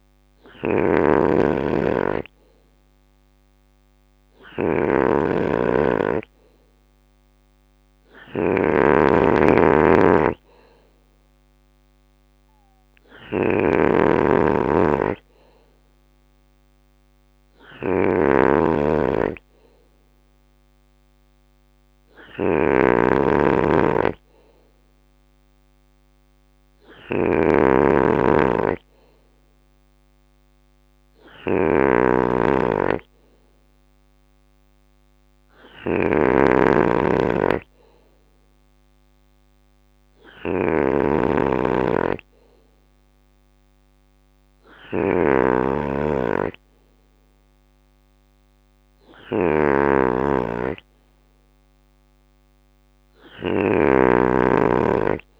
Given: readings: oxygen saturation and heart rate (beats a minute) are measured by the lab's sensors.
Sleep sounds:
breathing in sleep by a microphone on the trachea; none
0.00-55.40 s: snoring (device-marked)
12.00-14.00 s: bradycardia (device-marked, heart rate 61 before, 61 extreme)
21.00-23.00 s: bradycardia (device-marked, heart rate 61 before, 60 extreme)
25.00-27.00 s: bradycardia (device-marked, heart rate 61 before, 59 extreme)
48.00-55.40 s: bradycardia (device-marked, heart rate 61 before, 57 extreme)
From the record:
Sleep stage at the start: N2 (light sleep); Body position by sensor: on the right side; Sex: male

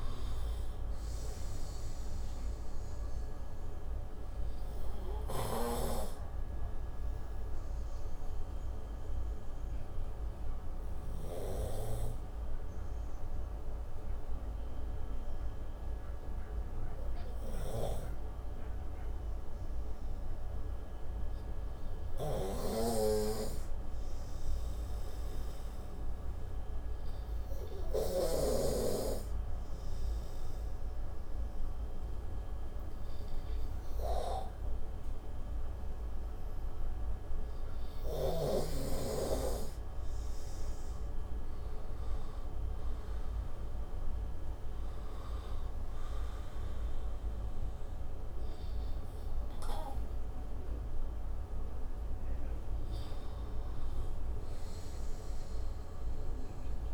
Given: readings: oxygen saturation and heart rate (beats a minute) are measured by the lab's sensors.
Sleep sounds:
breathing in sleep by a room microphone; 1
0.00-17.50 s: oxygen desaturation (device-marked, oxygen 90% lowest, heart rate 58 extreme)
3.50-39.00 s: obstructive apnea (oxygen 95% before, 88% lowest, heart rate 76 before, 57 extreme, up 24 after)
27.50-44.50 s: oxygen desaturation (device-marked, oxygen 98% before, 88% lowest, heart rate 64 before, 57 extreme)
41.50-45.00 s: arousal
From the record:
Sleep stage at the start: N2 (light sleep); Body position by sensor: on the right side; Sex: male

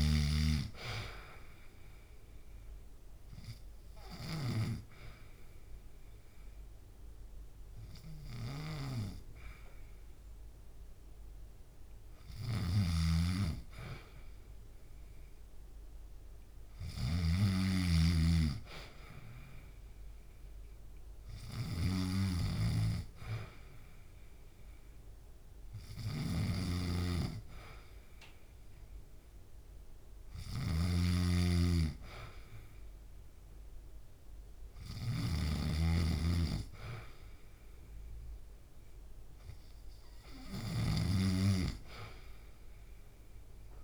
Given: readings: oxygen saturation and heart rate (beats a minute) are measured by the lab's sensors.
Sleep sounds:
breathing in sleep by a room microphone; 1
2.00-13.00 s: hypopnea (oxygen 97% before, 91% lowest, heart rate 68 before, 67 extreme, up 2 after)
6.50-19.50 s: oxygen desaturation (device-marked, oxygen 96% before, 91% lowest, heart rate 68 before, 67 extreme)
12.00-43.84 s: snoring (device-marked)
19.00-23.50 s: arousal
From the record:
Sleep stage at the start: N2 (light sleep); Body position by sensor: on the back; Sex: male

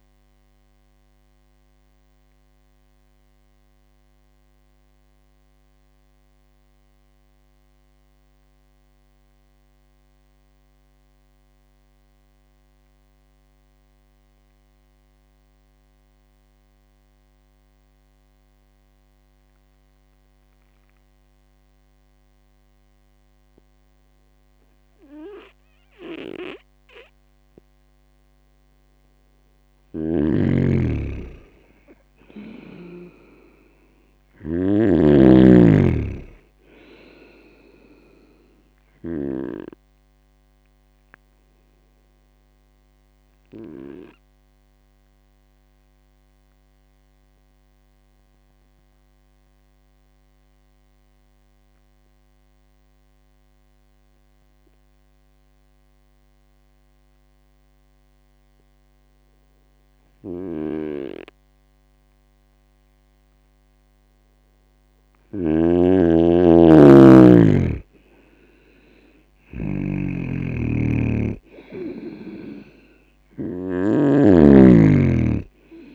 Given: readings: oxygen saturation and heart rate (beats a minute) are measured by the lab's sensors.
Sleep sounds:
breathing in sleep by a microphone on the trachea; 2
1.50-28.00 s: obstructive apnea (oxygen 98% before, 94% lowest, heart rate 71 before, 57 extreme, up 5 after)
30.00-39.50 s: snoring (device-marked)
30.50-34.00 s: arousal
45.00-63.00 s: obstructive apnea (oxygen 100% before, 96% lowest, heart rate 62 before, 57 extreme, up 9 after)
60.50-65.50 s: snoring (device-marked)
68.50-72.50 s: arousal
70.00-73.50 s: snoring (device-marked)
From the record:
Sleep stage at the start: N2 (light sleep); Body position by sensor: on the right side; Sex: male

